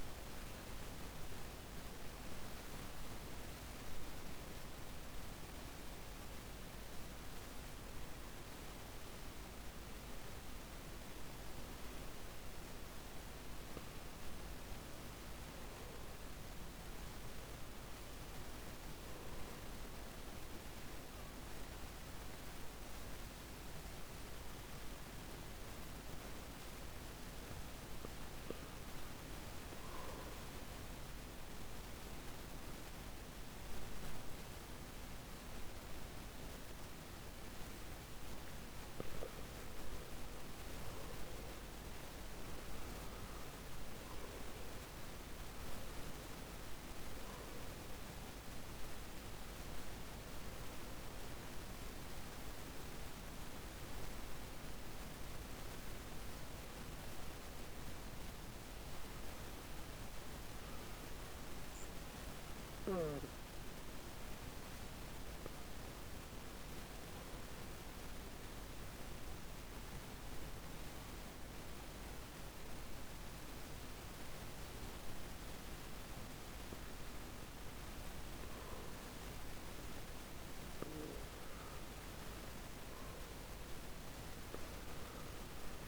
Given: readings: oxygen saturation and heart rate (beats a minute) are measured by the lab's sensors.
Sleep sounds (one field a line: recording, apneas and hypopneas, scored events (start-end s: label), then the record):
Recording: breathing in sleep, hard to hear, by a microphone on the trachea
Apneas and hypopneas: 2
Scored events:
2.00-85.87 s: new sleep stage, N2 (light sleep)
30.50-41.00 s: obstructive apnea (oxygen 96% before, 92% lowest, heart rate 57 before, 52 extreme, up 8 after)
44.50-50.50 s: arousal
66.50-80.00 s: obstructive apnea (oxygen 95% before, 92% lowest, heart rate 61 before, 50 extreme, up 5 after)
83.00-85.87 s: arousal
From the record:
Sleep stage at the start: N1 (lightest sleep)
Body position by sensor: on the back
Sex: male